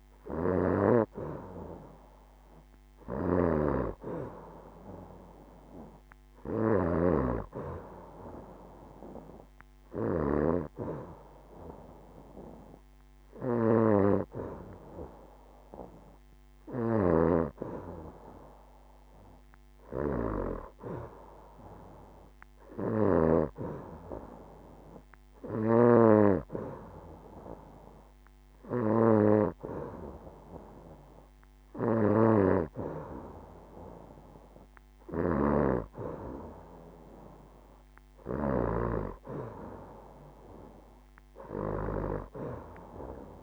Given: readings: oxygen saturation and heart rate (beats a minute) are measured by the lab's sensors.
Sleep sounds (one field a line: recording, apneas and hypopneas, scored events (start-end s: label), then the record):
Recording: breathing in sleep by a microphone on the trachea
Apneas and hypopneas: none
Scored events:
none scored
From the record:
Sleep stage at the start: N2 (light sleep)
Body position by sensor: on the back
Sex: female